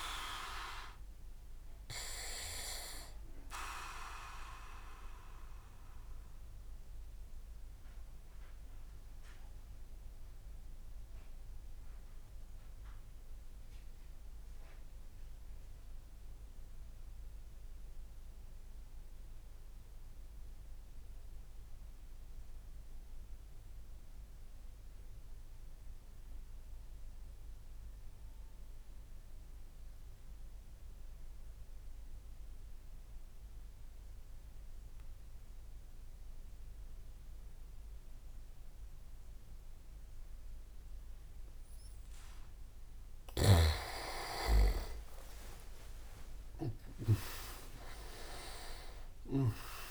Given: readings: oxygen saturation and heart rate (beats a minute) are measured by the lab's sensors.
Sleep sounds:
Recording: breathing in sleep by a room microphone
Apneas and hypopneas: 1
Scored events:
0.00-1.50 s: oxygen desaturation (device-marked, oxygen 93% lowest)
4.50-43.00 s: mixed apnea (oxygen 98% before, 92% lowest)
34.50-49.91 s: oxygen desaturation (device-marked, oxygen 99% before, 92% lowest)
43.00-49.50 s: snoring (device-marked)
44.50-49.91 s: leg movement (device-marked)
45.00-49.00 s: arousal
From the record:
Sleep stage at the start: N2 (light sleep)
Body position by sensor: on the back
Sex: male

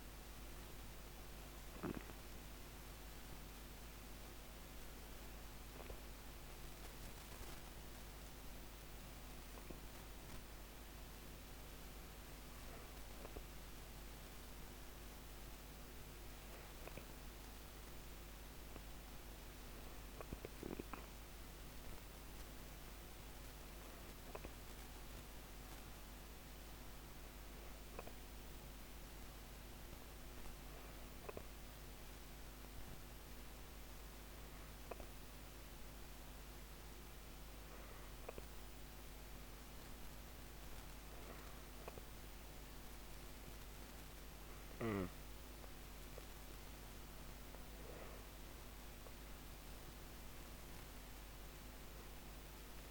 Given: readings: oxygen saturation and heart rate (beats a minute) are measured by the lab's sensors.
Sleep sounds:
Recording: breathing in sleep, hard to hear, by a microphone on the trachea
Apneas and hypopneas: 1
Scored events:
7.00-46.50 s: hypopnea (oxygen 98% before, 93% lowest, heart rate 113 before, 98 extreme, up 36 after)
25.50-36.50 s: oxygen desaturation (device-marked, oxygen 97% before, 94% lowest, heart rate 106 before, 114 extreme)
44.50-52.91 s: oxygen desaturation (device-marked, oxygen 96% before, 93% lowest, heart rate 122 before, 115 extreme)
49.00-52.91 s: arousal
From the record:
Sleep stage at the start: N2 (light sleep)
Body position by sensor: on the back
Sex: female

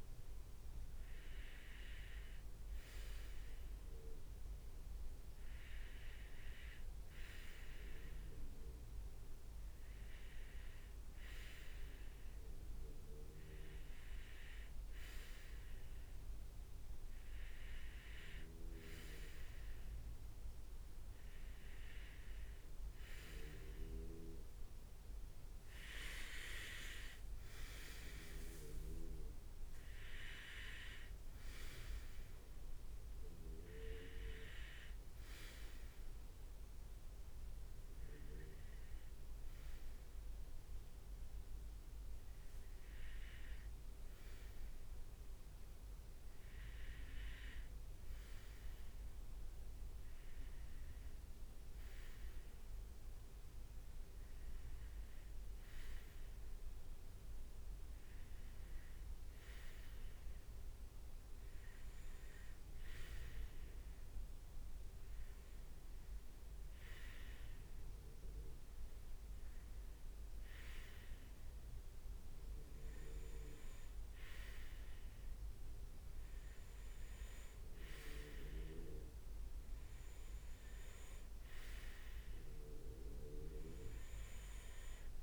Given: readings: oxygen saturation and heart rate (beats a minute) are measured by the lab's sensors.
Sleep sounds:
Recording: breathing in sleep by a room microphone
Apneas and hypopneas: none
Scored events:
22.50-26.00 s: arousal
25.50-30.00 s: leg movement (device-marked)
From the record:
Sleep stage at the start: REM sleep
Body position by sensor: on the right side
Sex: male

